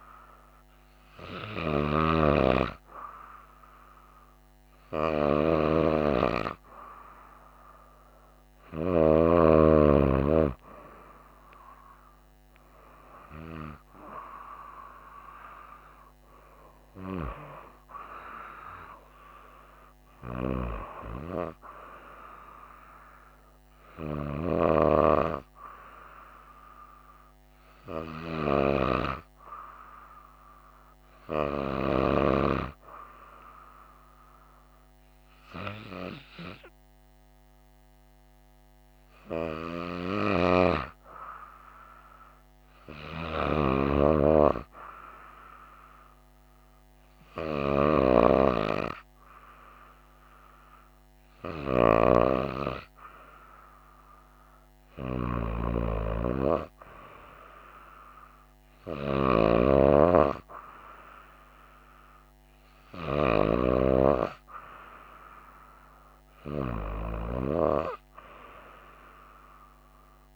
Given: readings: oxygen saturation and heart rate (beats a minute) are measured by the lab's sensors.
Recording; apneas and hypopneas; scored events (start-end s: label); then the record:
breathing in sleep by a microphone on the trachea; none
none scored
From the record:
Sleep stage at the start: N2 (light sleep); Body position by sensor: on the right side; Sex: female